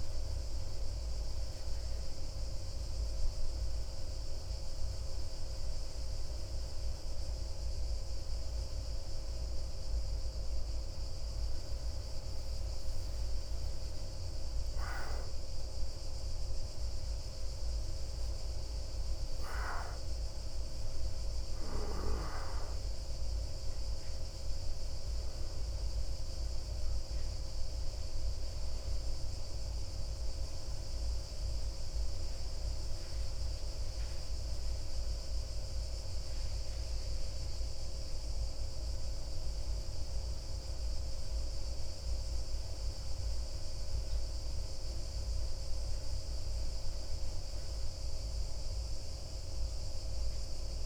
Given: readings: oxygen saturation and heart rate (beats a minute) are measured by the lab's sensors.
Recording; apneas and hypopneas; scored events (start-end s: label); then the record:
breathing in sleep, hard to hear, by a room microphone; none
11.00-14.00 s: arousal
From the record:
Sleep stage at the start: N2 (light sleep); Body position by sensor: on the back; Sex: male